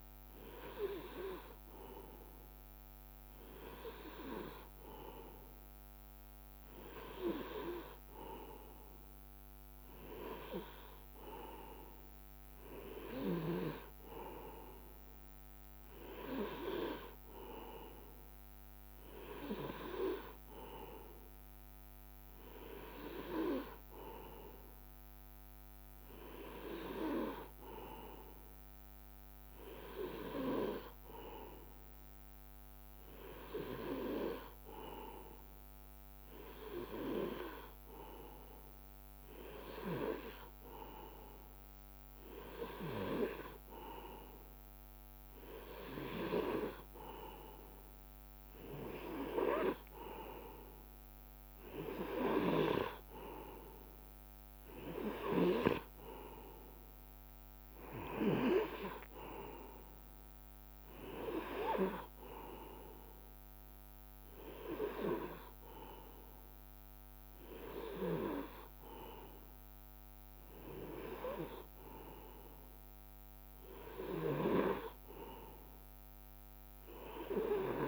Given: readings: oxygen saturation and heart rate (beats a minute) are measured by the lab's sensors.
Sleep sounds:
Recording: breathing in sleep by a microphone on the trachea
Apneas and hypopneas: none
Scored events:
none scored
From the record:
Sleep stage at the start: N2 (light sleep)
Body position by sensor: on the right side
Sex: male

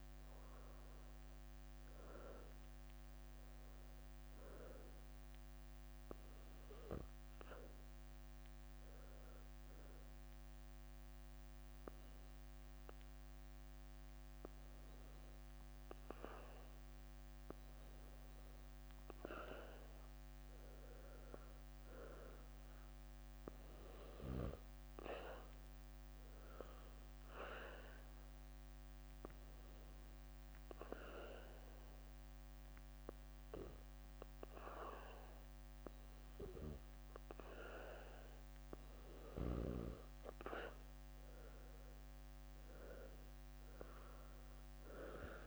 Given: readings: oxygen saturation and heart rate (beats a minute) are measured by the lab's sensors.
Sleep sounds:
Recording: breathing in sleep by a microphone on the trachea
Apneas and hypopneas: 2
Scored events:
0.00-1.50 s: arousal
2.00-21.00 s: oxygen desaturation (device-marked, oxygen 95% before, 90% lowest, heart rate 68 before, 63 extreme)
5.00-15.50 s: obstructive apnea (oxygen 95% before, 90% lowest, heart rate 68 before, 63 extreme, up 5 after)
17.50-21.50 s: arousal
25.00-36.50 s: obstructive apnea (oxygen 96% before, 90% lowest, heart rate 66 before, 64 extreme, up 4 after)
29.00-39.00 s: oxygen desaturation (device-marked, oxygen 96% before, 92% lowest, heart rate 66 before, 64 extreme)
38.50-42.00 s: arousal
From the record:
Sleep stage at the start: N2 (light sleep)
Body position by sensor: on the back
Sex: female

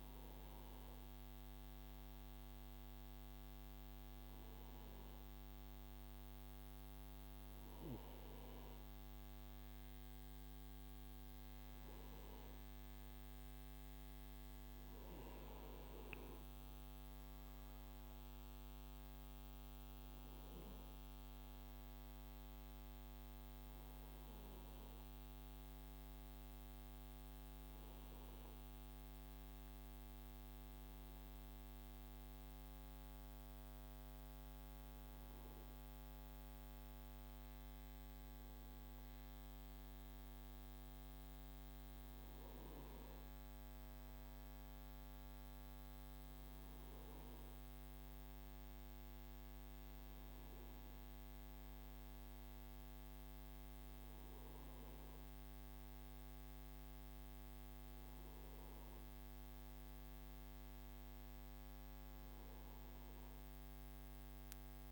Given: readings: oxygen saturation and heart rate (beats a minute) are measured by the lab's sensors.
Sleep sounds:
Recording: breathing in sleep, hard to hear, by a microphone on the trachea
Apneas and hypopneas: none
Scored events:
15.00-17.00 s: long interval between heartbeats (device-marked, heart rate 56 before, 63 extreme)
17.50-22.50 s: arousal
19.00-21.00 s: long interval between heartbeats (device-marked, heart rate 58 before, 77 extreme)
From the record:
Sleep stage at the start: N2 (light sleep)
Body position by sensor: on the right side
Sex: male

